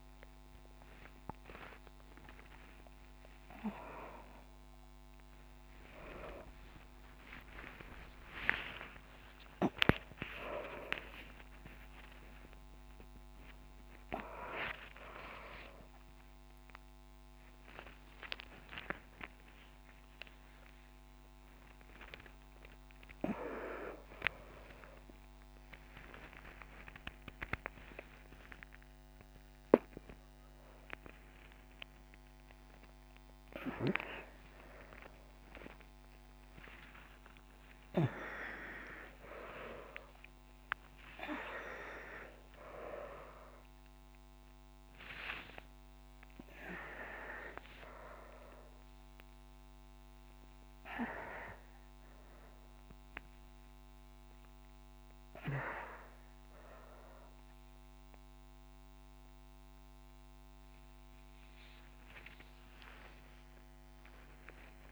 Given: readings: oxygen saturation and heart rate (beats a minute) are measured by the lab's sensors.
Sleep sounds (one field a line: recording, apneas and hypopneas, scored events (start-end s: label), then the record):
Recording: a person awake in a sleep study, by a microphone on the trachea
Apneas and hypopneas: none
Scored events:
0.00-7.50 s: oxygen desaturation (device-marked, oxygen 78% lowest, heart rate 55 extreme)
From the record:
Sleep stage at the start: awake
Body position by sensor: on the back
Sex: female